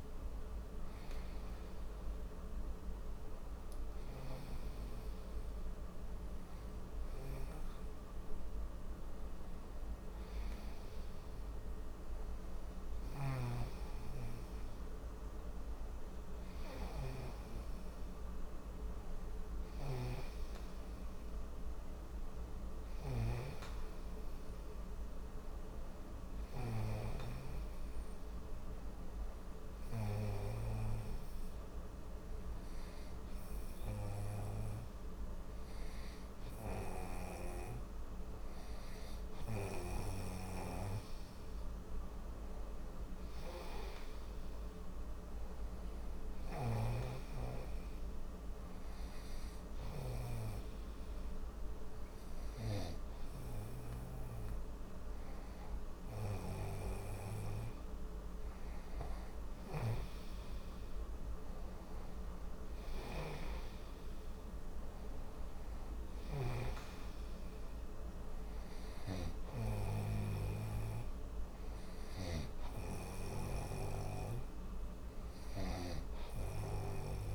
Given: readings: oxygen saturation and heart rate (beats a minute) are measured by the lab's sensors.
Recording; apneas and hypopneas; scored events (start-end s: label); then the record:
breathing in sleep by a room microphone; none
37.00-40.50 s: snoring (device-marked)
From the record:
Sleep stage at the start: N2 (light sleep); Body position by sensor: on the right side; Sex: male